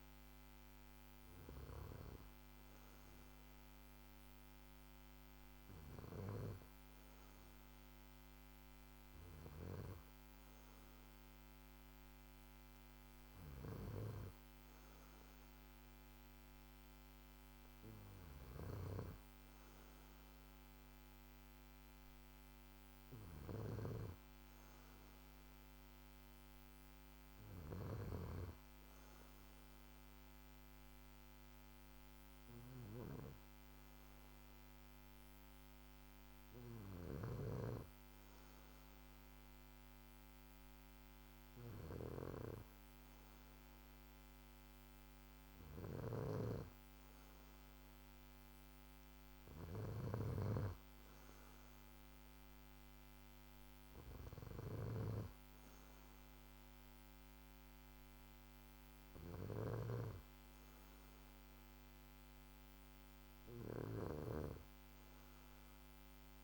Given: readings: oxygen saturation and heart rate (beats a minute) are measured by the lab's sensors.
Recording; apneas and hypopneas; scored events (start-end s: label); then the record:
breathing in sleep by a microphone on the trachea; none
45.50-50.00 s: snoring (device-marked)
59.00-63.50 s: snoring (device-marked)
From the record:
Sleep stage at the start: N2 (light sleep); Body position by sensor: on the back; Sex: male